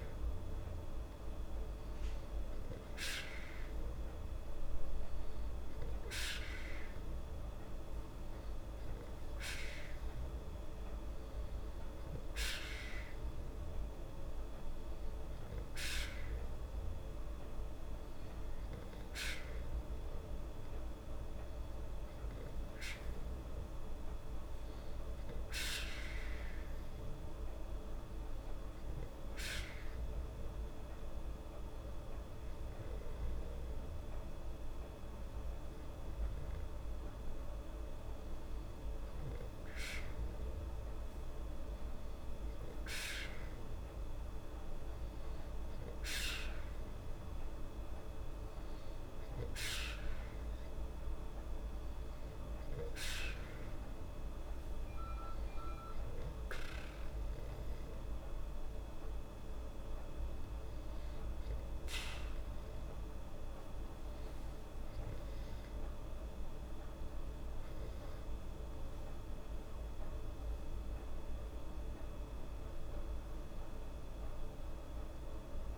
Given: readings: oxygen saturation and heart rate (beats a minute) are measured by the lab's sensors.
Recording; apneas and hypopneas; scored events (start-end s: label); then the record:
breathing in sleep by a room microphone; none
69.50-74.50 s: arousal
From the record:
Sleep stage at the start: N2 (light sleep); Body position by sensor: on the back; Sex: female